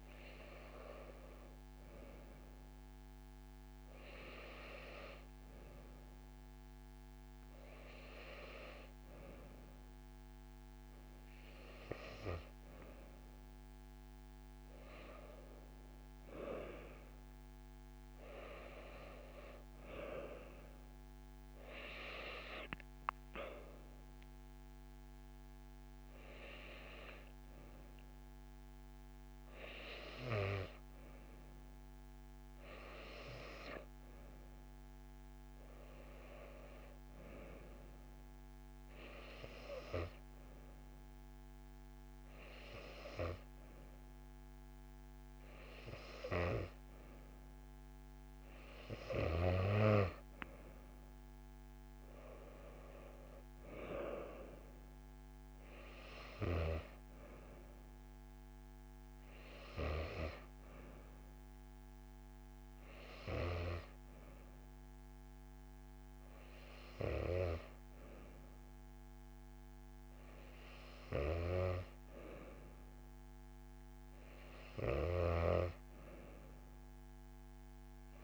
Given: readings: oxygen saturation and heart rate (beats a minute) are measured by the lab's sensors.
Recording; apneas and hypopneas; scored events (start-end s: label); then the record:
breathing in sleep by a microphone on the trachea; none
none scored
From the record:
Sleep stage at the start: N2 (light sleep); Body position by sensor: on the back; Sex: female